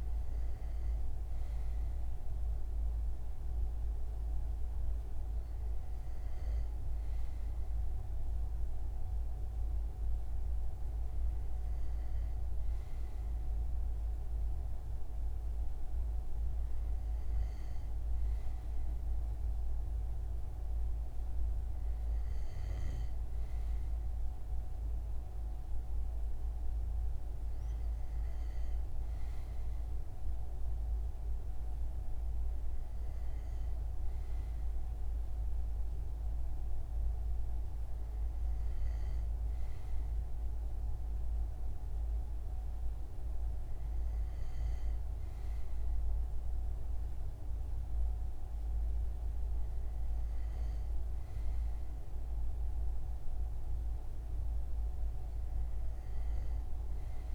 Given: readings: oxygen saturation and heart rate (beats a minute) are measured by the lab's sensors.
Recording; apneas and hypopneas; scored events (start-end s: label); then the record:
breathing in sleep, hard to hear, by a room microphone; none
none scored
From the record:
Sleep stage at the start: N2 (light sleep); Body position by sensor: on the front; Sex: male